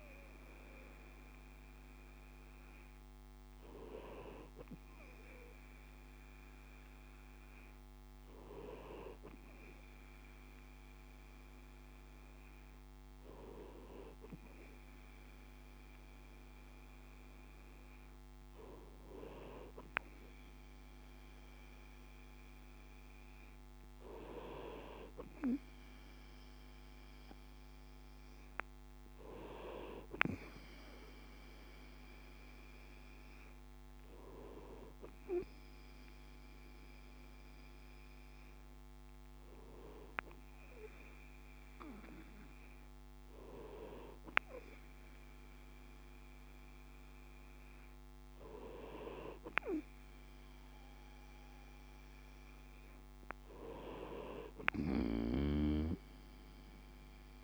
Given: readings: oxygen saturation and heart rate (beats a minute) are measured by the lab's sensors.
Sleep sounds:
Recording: breathing in sleep by a microphone on the trachea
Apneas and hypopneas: none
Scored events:
none scored
From the record:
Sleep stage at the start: N2 (light sleep)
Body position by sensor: on the right side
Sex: male

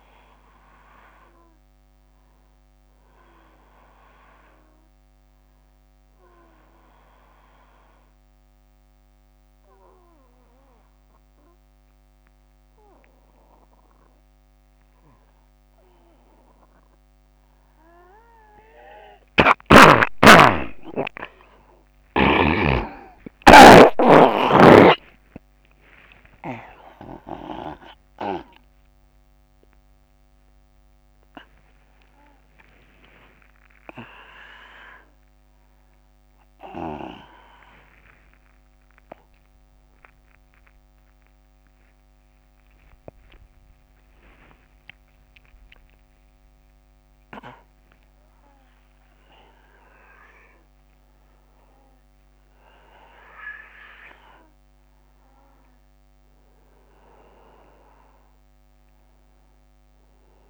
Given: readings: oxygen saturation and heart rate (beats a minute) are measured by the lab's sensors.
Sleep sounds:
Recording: a person awake in a sleep study, by a microphone on the trachea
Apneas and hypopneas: 1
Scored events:
0.00-5.00 s: oxygen desaturation (device-marked, oxygen 92% lowest, heart rate 63 extreme)
3.50-15.00 s: obstructive apnea (oxygen 96% before, 93% lowest, heart rate 68 before, 63 extreme, up 14 after)
5.00-60.50 s: new sleep stage, awake
18.50-22.00 s: snoring (device-marked)
From the record:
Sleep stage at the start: N1 (lightest sleep)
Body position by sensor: on the back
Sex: male

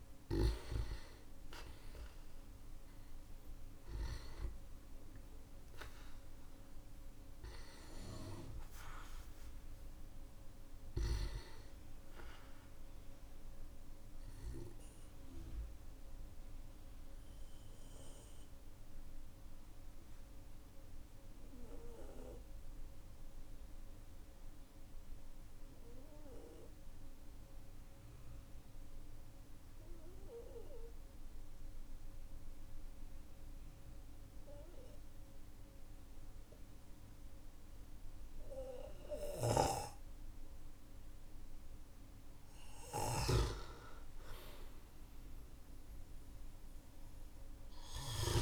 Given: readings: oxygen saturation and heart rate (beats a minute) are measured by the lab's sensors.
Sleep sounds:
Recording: breathing in sleep by a room microphone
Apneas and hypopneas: 1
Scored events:
0.00-33.00 s: oxygen desaturation (device-marked, oxygen 94% lowest, heart rate 45 extreme)
14.50-41.50 s: obstructive apnea (oxygen 98% before, 93% lowest, heart rate 57 before, 45 extreme, up 10 after)
38.50-43.00 s: snoring (device-marked)
43.00-47.50 s: arousal
From the record:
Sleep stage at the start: N1 (lightest sleep)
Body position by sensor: on the back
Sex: male

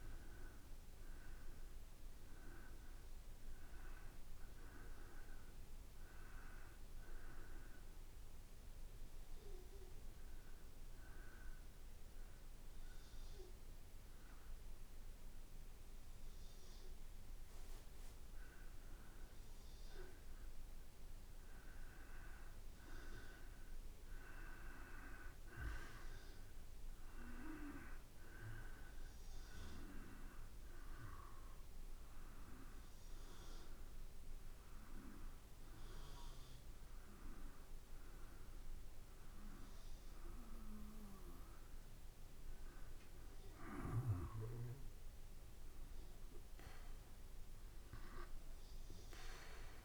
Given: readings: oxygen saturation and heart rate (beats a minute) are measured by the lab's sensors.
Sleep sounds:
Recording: breathing in sleep by a room microphone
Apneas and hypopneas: 1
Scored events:
7.00-19.00 s: hypopnea (oxygen 94% before, 87% lowest, heart rate 56 before, 53 extreme, up 22 after)
17.50-19.50 s: long interval between heartbeats (device-marked, heart rate 55 before, 72 extreme)
20.50-24.50 s: arousal
28.00-40.00 s: oxygen desaturation (device-marked, oxygen 95% before, 91% lowest, heart rate 61 before, 54 extreme)
45.00-49.00 s: arousal
From the record:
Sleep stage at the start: N2 (light sleep)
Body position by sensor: on the back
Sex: male

